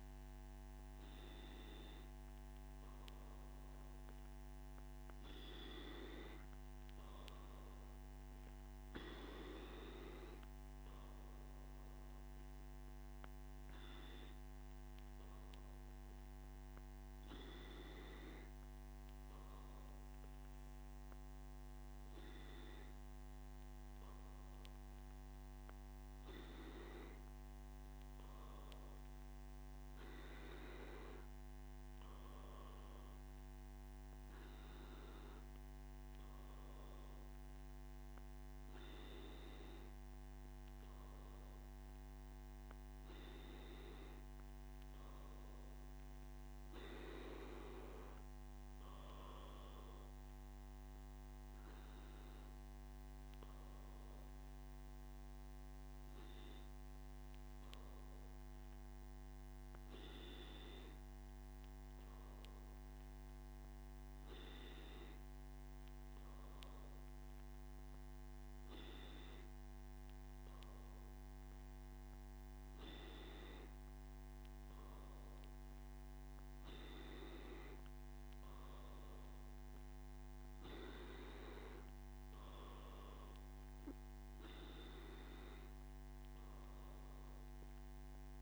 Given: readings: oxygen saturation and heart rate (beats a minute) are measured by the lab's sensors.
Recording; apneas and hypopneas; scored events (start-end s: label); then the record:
breathing in sleep by a microphone on the trachea; none
45.50-88.42 s: new sleep stage, N1 (lightest sleep)
From the record:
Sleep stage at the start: N3 (deep sleep); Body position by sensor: on the back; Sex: male